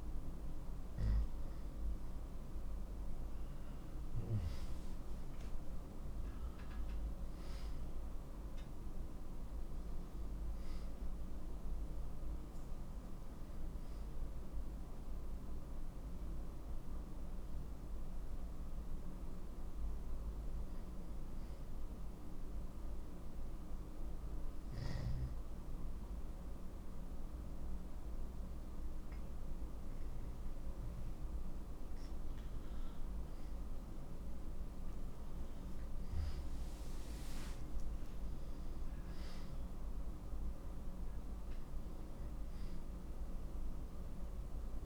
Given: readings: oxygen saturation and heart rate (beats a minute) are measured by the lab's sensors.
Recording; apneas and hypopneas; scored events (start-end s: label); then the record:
breathing in sleep, hard to hear, by a room microphone; 1
1.00-44.86 s: new sleep stage, N2 (light sleep)
21.00-32.50 s: hypopnea (oxygen 95% before, 91% lowest, heart rate 77 before, 59 extreme, up 21 after)
35.00-40.50 s: arousal
43.00-44.86 s: oxygen desaturation (device-marked, oxygen 95% before, 91% lowest, heart rate 69 before, 59 extreme)
From the record:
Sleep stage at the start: N1 (lightest sleep); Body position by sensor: on the back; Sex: male